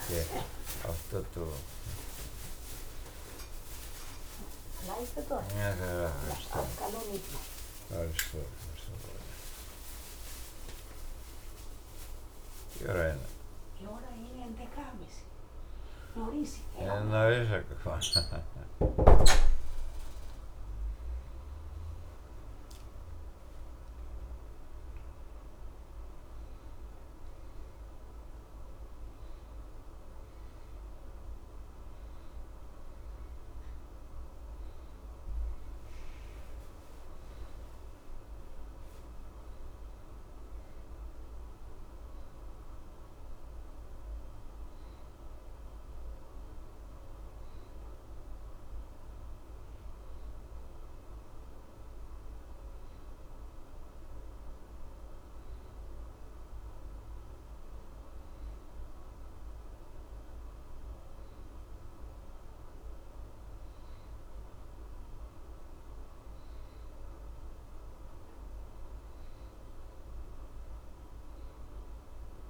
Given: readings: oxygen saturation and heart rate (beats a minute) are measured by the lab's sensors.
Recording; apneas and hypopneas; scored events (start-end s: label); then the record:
a person awake in a sleep study, by a room microphone; 1
38.00-72.50 s: new sleep stage, N1 (lightest sleep)
53.50-64.50 s: hypopnea (oxygen 96% before, 91% lowest, heart rate 67 before, 65 extreme, up 0 after)
From the record:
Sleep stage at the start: awake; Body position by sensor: on the back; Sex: male